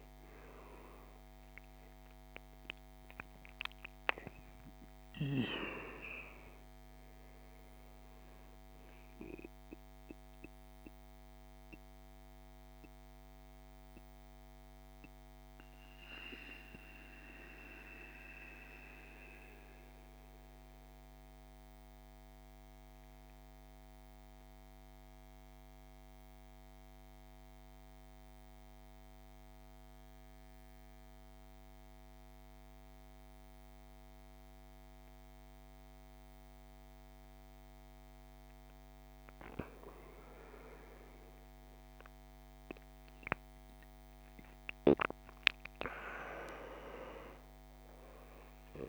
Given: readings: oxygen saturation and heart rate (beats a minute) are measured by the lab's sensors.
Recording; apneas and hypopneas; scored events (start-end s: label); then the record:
breathing in sleep by a microphone on the trachea; 1
0.00-1.50 s: arousal
0.00-28.00 s: oxygen desaturation (device-marked, oxygen 81% lowest, heart rate 51 extreme)
8.00-38.50 s: mixed apnea (oxygen 99% before, 81% lowest, heart rate 62 before, 51 extreme, up 15 after)
40.50-44.50 s: arousal
41.00-48.89 s: oxygen desaturation (device-marked, oxygen 99% before, 87% lowest, heart rate 57 before, 51 extreme)
From the record:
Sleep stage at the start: N2 (light sleep); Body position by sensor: on the right side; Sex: male